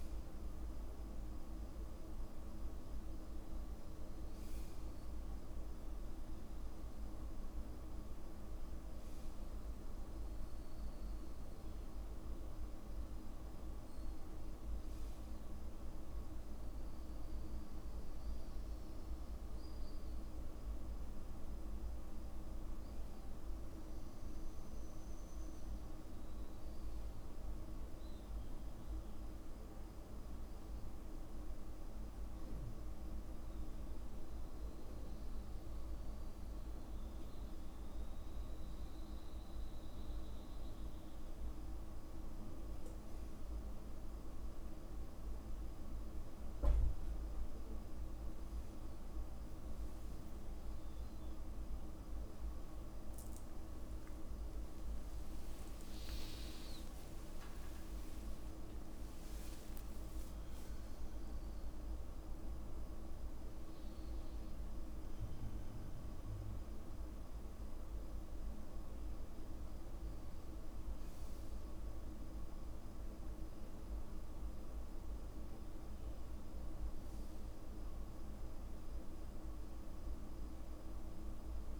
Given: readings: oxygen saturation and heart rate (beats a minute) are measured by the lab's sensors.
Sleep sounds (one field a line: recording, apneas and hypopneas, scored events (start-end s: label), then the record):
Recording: breathing in sleep, hard to hear, by a room microphone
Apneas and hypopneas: 1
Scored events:
29.00-44.50 s: hypopnea (oxygen 96% before, 95% lowest, heart rate 58 before, 56 extreme, up 6 after)
54.50-59.50 s: arousal
60.00-62.00 s: long interval between heartbeats (device-marked, heart rate 59 before, 78 extreme)
From the record:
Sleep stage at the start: N2 (light sleep)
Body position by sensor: on the back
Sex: male